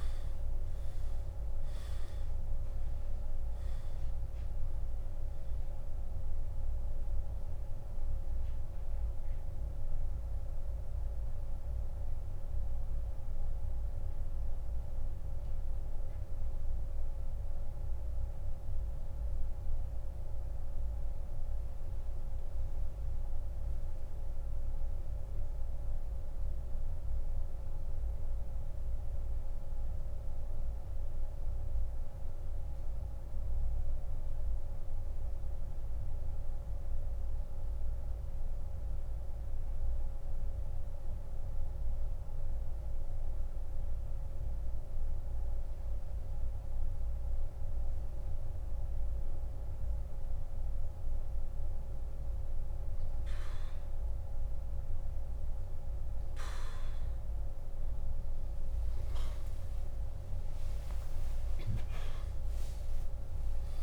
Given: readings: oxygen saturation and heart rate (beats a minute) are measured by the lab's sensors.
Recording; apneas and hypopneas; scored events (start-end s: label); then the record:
breathing in sleep, hard to hear, by a room microphone; 1
10.50-48.50 s: central apnea (oxygen 97% before, 84% lowest)
34.50-50.50 s: oxygen desaturation (device-marked, oxygen 93% before, 84% lowest)
59.00-63.50 s: arousal
60.50-63.83 s: oxygen desaturation (device-marked, oxygen 98% before, 93% lowest)
From the record:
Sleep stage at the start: N2 (light sleep); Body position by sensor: on the back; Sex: male